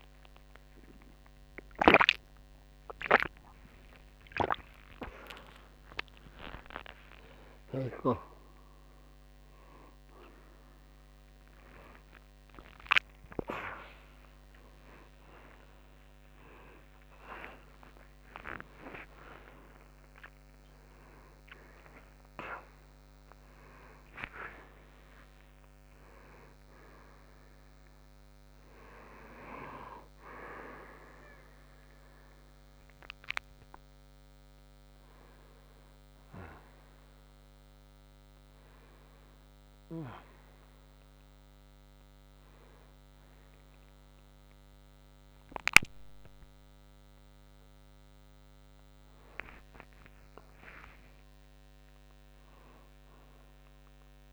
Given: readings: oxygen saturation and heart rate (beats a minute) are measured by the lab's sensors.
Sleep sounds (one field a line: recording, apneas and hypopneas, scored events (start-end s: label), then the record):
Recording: a person awake in a sleep study, by a microphone on the trachea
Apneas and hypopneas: none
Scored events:
none scored
From the record:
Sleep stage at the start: awake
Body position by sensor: on the right side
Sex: male